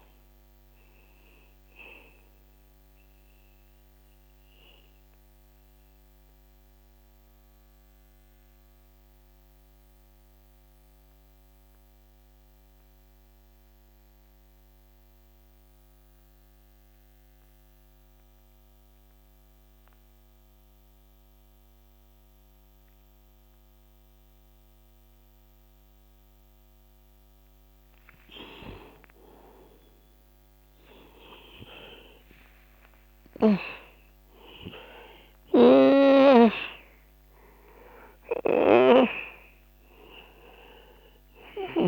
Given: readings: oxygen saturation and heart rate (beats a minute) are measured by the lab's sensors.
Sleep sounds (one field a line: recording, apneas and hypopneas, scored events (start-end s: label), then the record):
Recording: breathing in sleep by a microphone on the trachea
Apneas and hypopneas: 1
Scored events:
0.00-18.50 s: oxygen desaturation (device-marked, oxygen 85% lowest)
4.50-28.50 s: obstructive apnea (oxygen 97% before, 85% lowest)
30.00-33.50 s: arousal
35.50-41.88 s: oxygen desaturation (device-marked, oxygen 97% before, 86% lowest, heart rate 42 before, 27 extreme)
From the record:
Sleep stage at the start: N2 (light sleep)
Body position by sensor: on the back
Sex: male